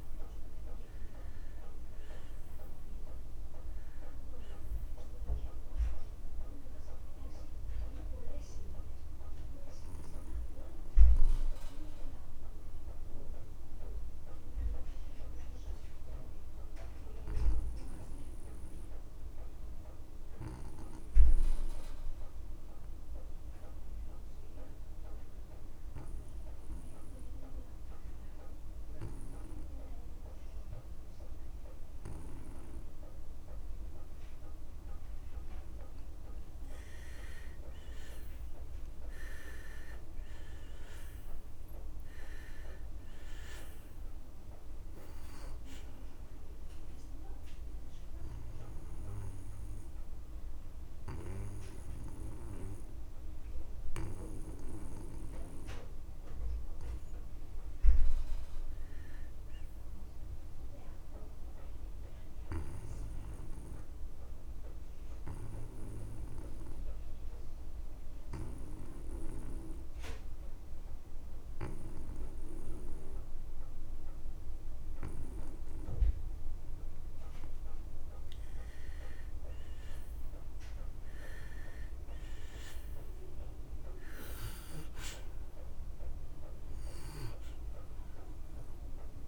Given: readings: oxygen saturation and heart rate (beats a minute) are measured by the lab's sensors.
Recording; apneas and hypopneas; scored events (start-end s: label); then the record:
breathing in sleep by a room microphone; 2
0.00-26.50 s: oxygen desaturation (device-marked, oxygen 85% lowest)
9.00-36.50 s: obstructive apnea (oxygen 98% before, 84% lowest)
38.50-68.50 s: oxygen desaturation (device-marked, oxygen 97% before, 84% lowest)
39.00-42.00 s: arousal
64.00-79.00 s: obstructive apnea (oxygen 97% before, 84% lowest)
81.50-85.00 s: arousal
From the record:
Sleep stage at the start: N2 (light sleep); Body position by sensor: on the back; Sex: male